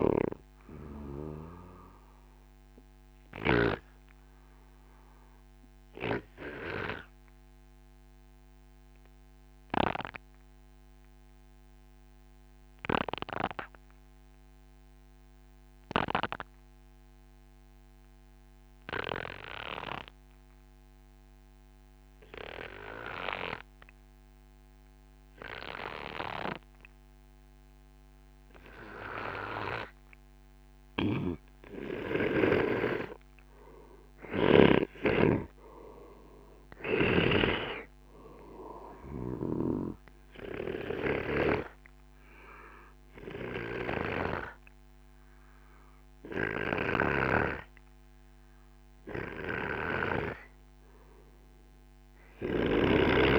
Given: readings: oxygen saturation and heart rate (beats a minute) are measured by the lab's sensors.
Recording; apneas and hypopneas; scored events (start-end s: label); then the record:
breathing in sleep by a microphone on the trachea; 1
0.00-3.50 s: snoring (device-marked)
0.00-18.00 s: oxygen desaturation (device-marked, oxygen 93% lowest, heart rate 50 extreme)
5.50-30.50 s: obstructive apnea (oxygen 98% before, 93% lowest, heart rate 67 before, 50 extreme, up 9 after)
30.00-53.39 s: oxygen desaturation (device-marked, oxygen 97% before, 93% lowest, heart rate 64 before, 53 extreme)
30.50-34.50 s: snoring (device-marked)
34.50-37.50 s: arousal
46.50-53.39 s: snoring (device-marked)
From the record:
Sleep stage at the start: N2 (light sleep); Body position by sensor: on the right side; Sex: male